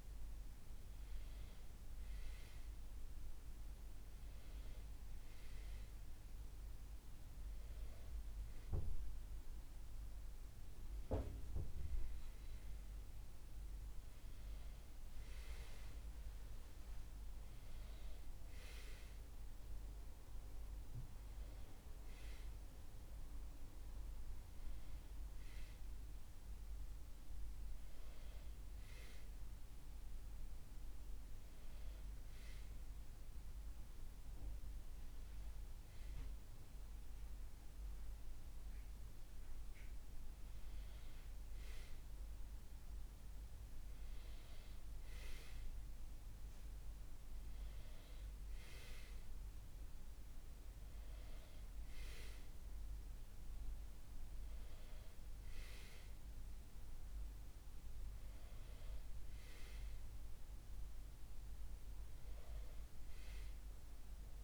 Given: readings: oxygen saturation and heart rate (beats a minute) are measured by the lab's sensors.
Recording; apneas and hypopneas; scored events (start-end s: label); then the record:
breathing in sleep, hard to hear, by a room microphone; none
none scored
From the record:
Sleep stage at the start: N2 (light sleep); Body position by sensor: on the back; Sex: male